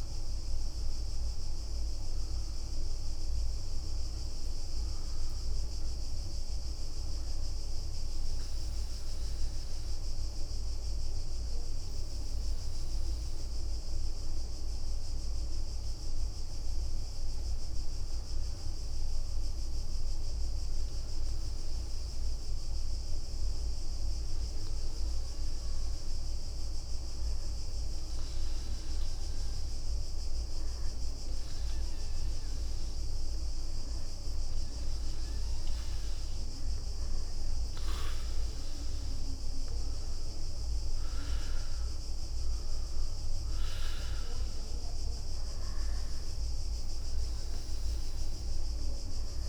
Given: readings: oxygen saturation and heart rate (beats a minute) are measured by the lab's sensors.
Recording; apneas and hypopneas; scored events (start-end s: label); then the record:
breathing in sleep, hard to hear, by a room microphone; 1
6.50-12.50 s: bradycardia (device-marked, heart rate 66 before, 58 extreme)
24.00-36.00 s: hypopnea (oxygen 99% before, 96% lowest, heart rate 61 before, 55 extreme, up 8 after)
39.00-42.50 s: arousal
46.50-49.49 s: bradycardia (device-marked, heart rate 66 before, 55 extreme)
From the record:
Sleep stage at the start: N2 (light sleep); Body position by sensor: on the front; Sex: female